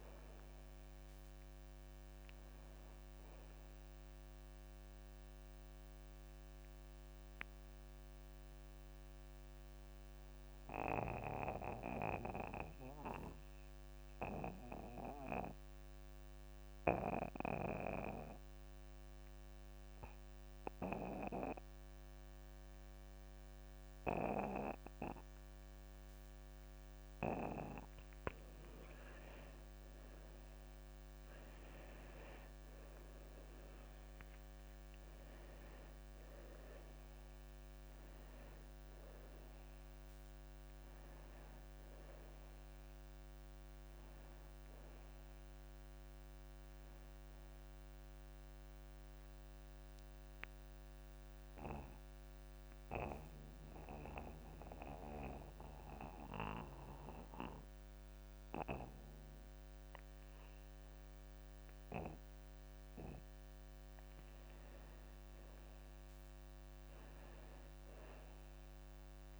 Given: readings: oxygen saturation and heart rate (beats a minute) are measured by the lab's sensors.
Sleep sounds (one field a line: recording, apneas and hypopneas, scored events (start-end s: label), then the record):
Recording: breathing in sleep by a microphone on the trachea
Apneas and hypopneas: 2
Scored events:
0.00-26.50 s: oxygen desaturation (device-marked, oxygen 87% lowest)
5.50-29.00 s: mixed apnea (oxygen 96% before, 87% lowest)
23.00-25.00 s: long interval between heartbeats (device-marked)
27.00-29.00 s: long interval between heartbeats (device-marked)
31.00-34.50 s: arousal
39.50-69.40 s: oxygen desaturation (device-marked, oxygen 97% before, 88% lowest)
49.00-65.00 s: mixed apnea (oxygen 97% before, 88% lowest)
58.50-60.50 s: long interval between heartbeats (device-marked)
66.50-69.00 s: arousal
From the record:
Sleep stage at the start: N2 (light sleep)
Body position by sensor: on the back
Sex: male